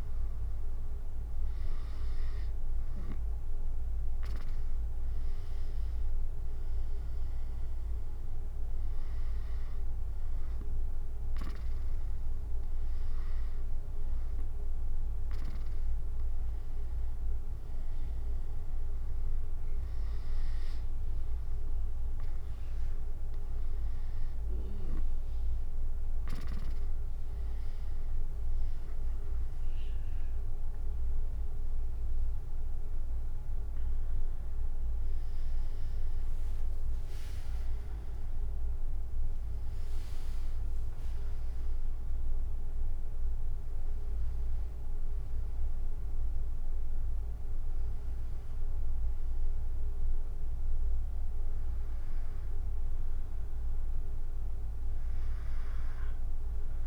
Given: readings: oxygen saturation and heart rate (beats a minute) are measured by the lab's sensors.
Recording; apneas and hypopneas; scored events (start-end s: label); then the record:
breathing in sleep, hard to hear, by a room microphone; none
29.50-44.50 s: drop in pulse transit time (device-marked, heart rate 73 before, 75 extreme)
33.00-37.00 s: arousal
From the record:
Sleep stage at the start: N2 (light sleep); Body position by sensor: on the back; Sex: female